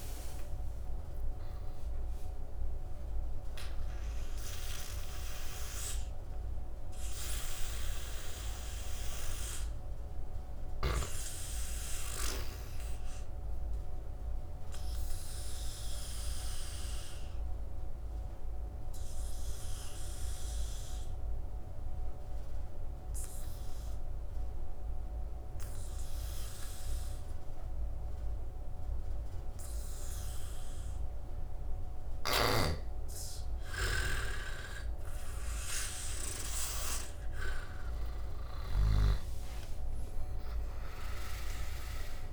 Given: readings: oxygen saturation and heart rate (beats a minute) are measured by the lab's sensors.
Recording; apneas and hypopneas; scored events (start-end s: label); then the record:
breathing in sleep by a room microphone; 1
0.00-14.50 s: oxygen desaturation (device-marked, oxygen 86% lowest, heart rate 69 extreme)
3.00-34.50 s: obstructive apnea (oxygen 98% before, 86% lowest, heart rate 72 before, 69 extreme, up 13 after)
32.00-38.50 s: snoring (device-marked)
37.00-42.00 s: arousal
38.50-42.33 s: oxygen desaturation (device-marked, oxygen 99% before, 87% lowest, heart rate 72 before, 68 extreme)
From the record:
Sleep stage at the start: N2 (light sleep); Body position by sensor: on the back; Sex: male